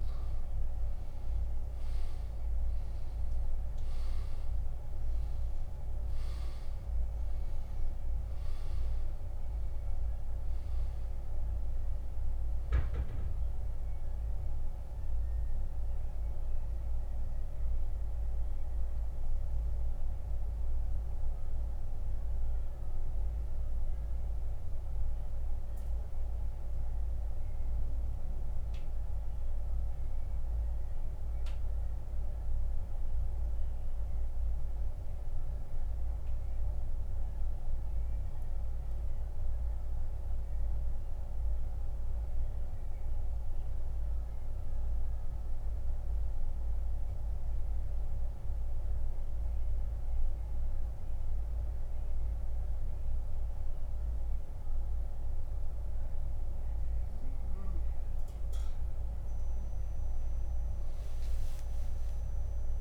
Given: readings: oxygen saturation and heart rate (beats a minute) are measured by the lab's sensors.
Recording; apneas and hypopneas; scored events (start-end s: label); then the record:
breathing in sleep, hard to hear, by a room microphone; 1
0.00-1.00 s: arousal
6.00-56.00 s: oxygen desaturation (device-marked, oxygen 96% before, 85% lowest, heart rate 91 before, 68 extreme)
21.50-57.00 s: central apnea (oxygen 97% before, 85% lowest, heart rate 89 before, 68 extreme, up 26 after)
59.00-62.81 s: arousal
From the record:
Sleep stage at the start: N2 (light sleep); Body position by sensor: on the back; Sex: male